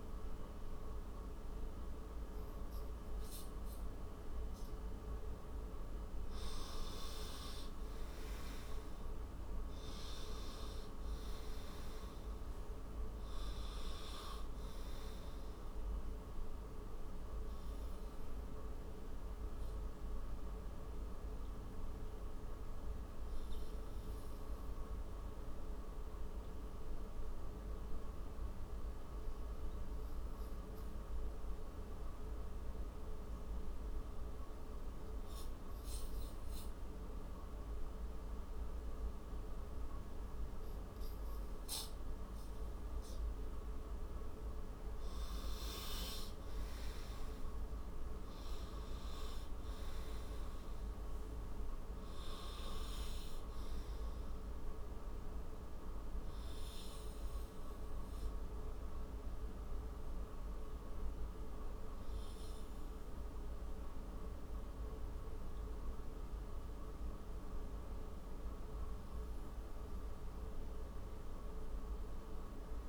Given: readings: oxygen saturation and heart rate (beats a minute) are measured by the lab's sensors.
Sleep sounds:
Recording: breathing in sleep, hard to hear, by a room microphone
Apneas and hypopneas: none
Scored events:
4.50-33.50 s: oxygen desaturation (device-marked, oxygen 99% before, 91% lowest)
47.50-72.89 s: oxygen desaturation (device-marked, oxygen 98% before, 91% lowest)
From the record:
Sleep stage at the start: N2 (light sleep)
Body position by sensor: on the right side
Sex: male

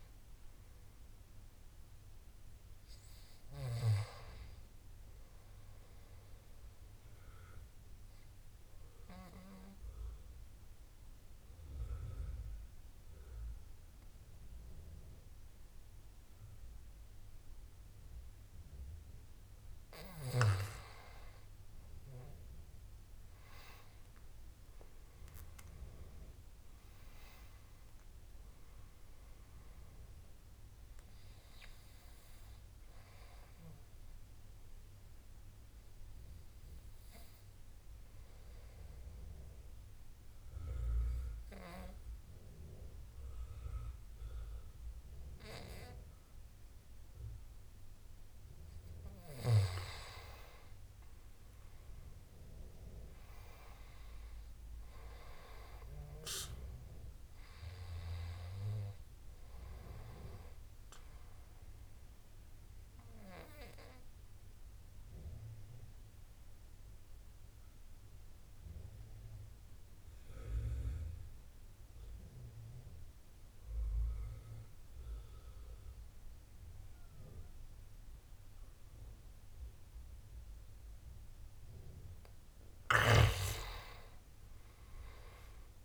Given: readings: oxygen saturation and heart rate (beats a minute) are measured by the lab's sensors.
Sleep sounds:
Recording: breathing in sleep by a room microphone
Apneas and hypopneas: 3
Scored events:
4.00-18.00 s: oxygen desaturation (device-marked, oxygen 93% before, 89% lowest, heart rate 73 before, 71 extreme)
8.00-19.00 s: obstructive apnea (oxygen 94% before, 87% lowest, heart rate 74 before, 71 extreme, up 6 after)
21.00-24.00 s: arousal
28.00-49.00 s: oxygen desaturation (device-marked, oxygen 95% before, 87% lowest, heart rate 73 before, 70 extreme)
34.00-49.00 s: obstructive apnea (oxygen 95% before, 86% lowest, heart rate 74 before, 70 extreme, up 5 after)
52.50-56.00 s: arousal
56.00-74.00 s: oxygen desaturation (device-marked, oxygen 96% before, 88% lowest, heart rate 75 before, 70 extreme)
62.50-81.00 s: obstructive apnea (oxygen 96% before, 86% lowest, heart rate 74 before, 70 extreme, up 10 after)
84.00-85.85 s: arousal
From the record:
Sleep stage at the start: N2 (light sleep)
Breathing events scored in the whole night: 185 in 4.1 hours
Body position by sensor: on the back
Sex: male

